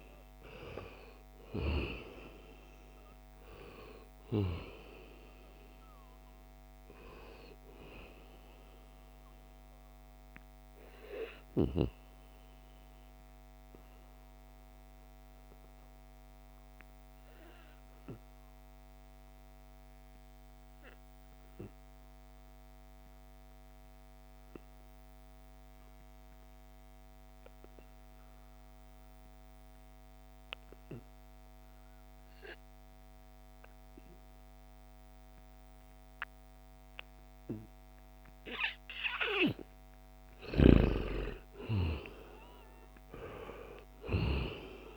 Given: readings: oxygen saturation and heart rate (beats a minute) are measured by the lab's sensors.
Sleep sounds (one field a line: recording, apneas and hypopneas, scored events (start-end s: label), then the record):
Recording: breathing in sleep by a microphone on the trachea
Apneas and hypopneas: 1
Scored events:
0.00-14.00 s: oxygen desaturation (device-marked, oxygen 87% lowest, heart rate 68 extreme)
9.50-39.00 s: obstructive apnea (oxygen 96% before, 88% lowest, heart rate 75 before, 68 extreme, up 5 after)
11.00-13.00 s: long interval between heartbeats (device-marked, heart rate 77 before, 78 extreme)
37.00-44.97 s: oxygen desaturation (device-marked, oxygen 97% before, 89% lowest, heart rate 71 before, 66 extreme)
40.00-43.50 s: arousal
40.00-44.97 s: snoring (device-marked)
From the record:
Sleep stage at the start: N2 (light sleep)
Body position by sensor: on the back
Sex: male